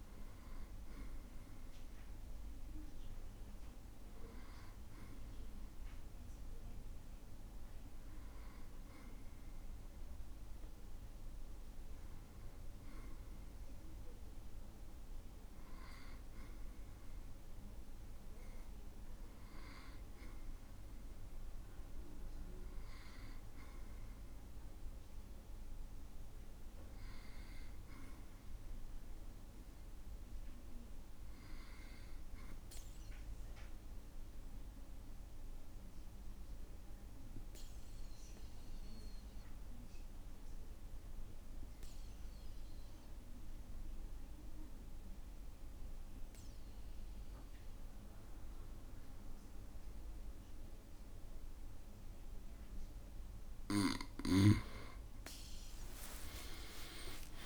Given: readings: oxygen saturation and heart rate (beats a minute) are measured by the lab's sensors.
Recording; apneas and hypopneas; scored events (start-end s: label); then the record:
breathing in sleep by a room microphone; 1
35.50-53.00 s: obstructive apnea (oxygen 97% before, 91% lowest, heart rate 59 before, 56 extreme)
55.00-57.46 s: tachycardia (device-marked, heart rate 58 before, 137 extreme)
From the record:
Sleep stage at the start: N2 (light sleep); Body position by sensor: on the back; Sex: male